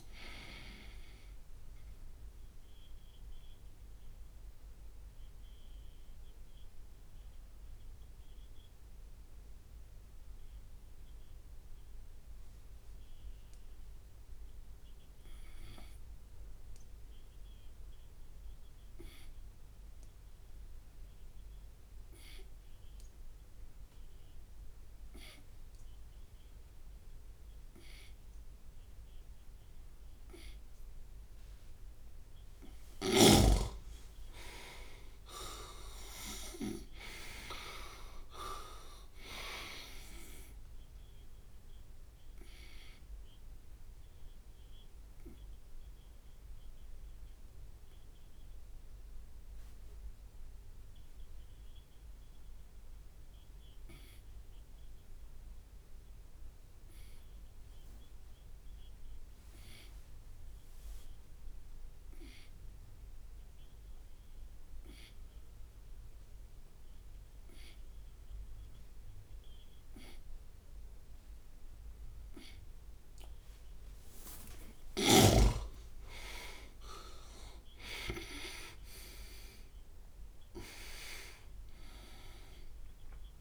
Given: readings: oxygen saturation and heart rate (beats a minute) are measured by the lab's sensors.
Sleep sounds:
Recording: breathing in sleep by a room microphone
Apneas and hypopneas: 2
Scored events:
0.00-20.00 s: oxygen desaturation (device-marked, oxygen 90% lowest)
1.50-33.50 s: obstructive apnea (oxygen 98% before, 87% lowest)
27.00-47.00 s: oxygen desaturation (device-marked, oxygen 98% before, 92% lowest)
35.00-39.00 s: arousal
43.00-72.50 s: obstructive apnea (oxygen 98% before, 84% lowest)
53.00-66.00 s: oxygen desaturation (device-marked, oxygen 93% before, 87% lowest)
74.50-80.00 s: arousal
77.00-83.41 s: oxygen desaturation (device-marked, oxygen 98% before, 84% lowest)
From the record:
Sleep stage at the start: N2 (light sleep)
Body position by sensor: on the right side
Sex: male

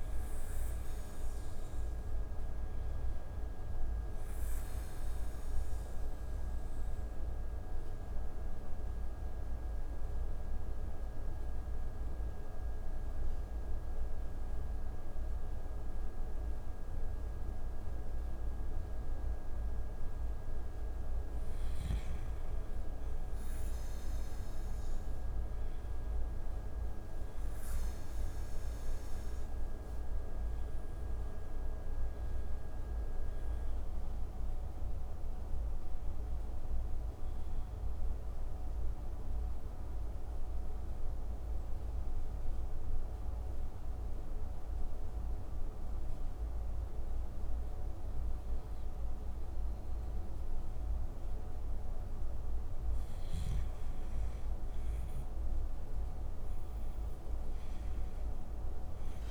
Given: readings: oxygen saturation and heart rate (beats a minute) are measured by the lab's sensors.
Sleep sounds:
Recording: breathing in sleep, hard to hear, by a room microphone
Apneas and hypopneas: 2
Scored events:
5.50-20.00 s: central apnea (oxygen 97% before, 91% lowest)
10.00-21.00 s: oxygen desaturation (device-marked, oxygen 97% before, 92% lowest)
23.50-27.00 s: arousal
35.00-54.00 s: oxygen desaturation (device-marked, oxygen 96% before, 92% lowest)
37.50-51.50 s: central apnea (oxygen 96% before, 91% lowest)
54.00-56.50 s: arousal
From the record:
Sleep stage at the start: N2 (light sleep)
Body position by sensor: on the back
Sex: male

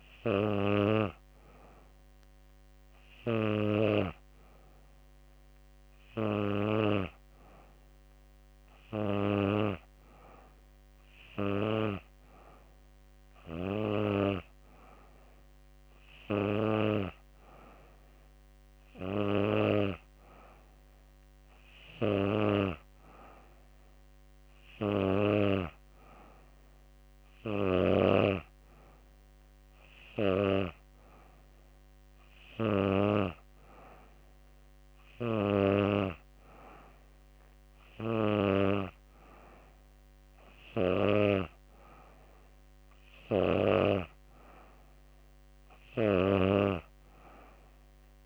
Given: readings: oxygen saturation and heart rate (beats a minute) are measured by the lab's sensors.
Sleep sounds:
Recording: breathing in sleep by a microphone on the trachea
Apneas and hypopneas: none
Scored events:
none scored
From the record:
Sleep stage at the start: N2 (light sleep)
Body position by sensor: on the back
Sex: female

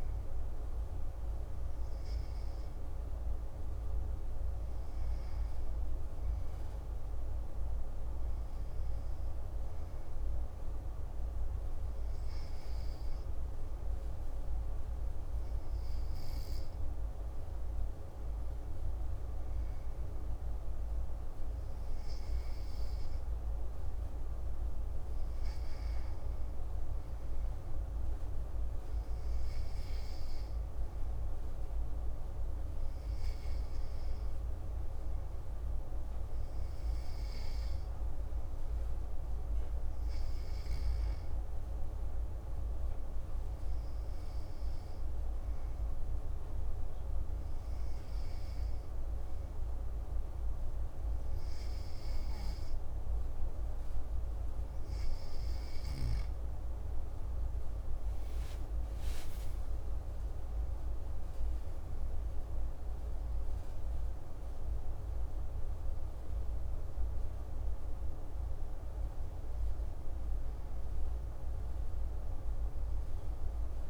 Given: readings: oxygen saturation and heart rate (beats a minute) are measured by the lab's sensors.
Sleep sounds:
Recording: breathing in sleep, hard to hear, by a room microphone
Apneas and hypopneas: 1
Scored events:
35.00-39.50 s: arousal
42.50-55.00 s: hypopnea (oxygen 96% before, 94% lowest)
56.50-61.00 s: arousal
From the record:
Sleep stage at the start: N2 (light sleep)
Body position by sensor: on the back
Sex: male

